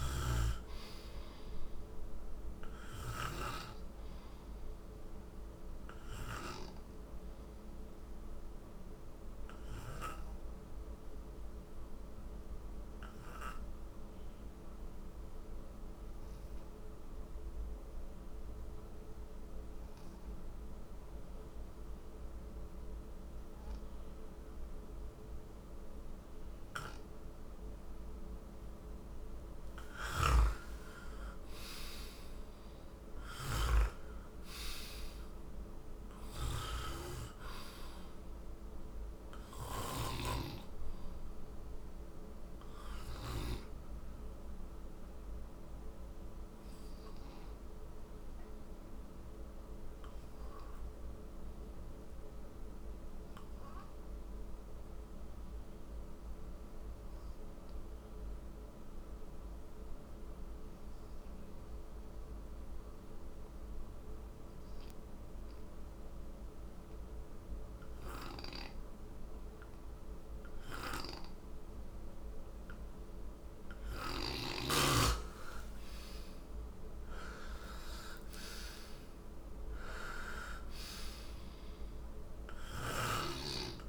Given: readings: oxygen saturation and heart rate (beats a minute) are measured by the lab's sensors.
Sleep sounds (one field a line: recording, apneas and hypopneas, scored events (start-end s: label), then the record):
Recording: breathing in sleep by a room microphone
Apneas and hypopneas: 2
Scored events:
0.00-18.50 s: oxygen desaturation (device-marked, oxygen 90% lowest, heart rate 55 extreme)
7.00-28.00 s: obstructive apnea (oxygen 98% before, 88% lowest, heart rate 74 before, 55 extreme, up 30 after)
29.50-34.00 s: arousal
29.50-40.00 s: snoring (device-marked)
30.50-55.50 s: oxygen desaturation (device-marked, oxygen 97% before, 89% lowest, heart rate 60 before, 59 extreme)
48.50-73.50 s: obstructive apnea (oxygen 98% before, 87% lowest, heart rate 72 before, 52 extreme, up 50 after)
68.50-83.89 s: oxygen desaturation (device-marked, oxygen 97% before, 88% lowest, heart rate 62 before, 52 extreme)
74.50-78.50 s: arousal
From the record:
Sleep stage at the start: N2 (light sleep)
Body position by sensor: on the right side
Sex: male